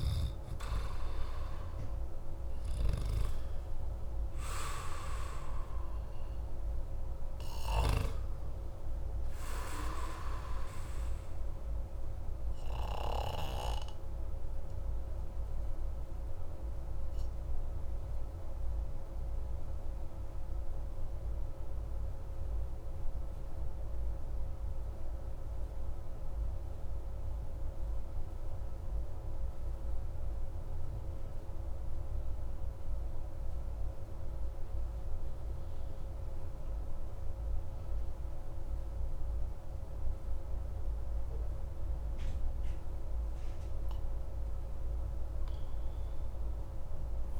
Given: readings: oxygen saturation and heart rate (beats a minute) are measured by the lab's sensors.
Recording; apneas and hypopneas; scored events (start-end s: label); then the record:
breathing in sleep by a room microphone; 1
0.00-31.00 s: oxygen desaturation (device-marked, oxygen 87% lowest)
11.50-41.00 s: obstructive apnea (oxygen 96% before, 87% lowest)
44.50-47.40 s: arousal
From the record:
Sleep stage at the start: N2 (light sleep); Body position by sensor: on the back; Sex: male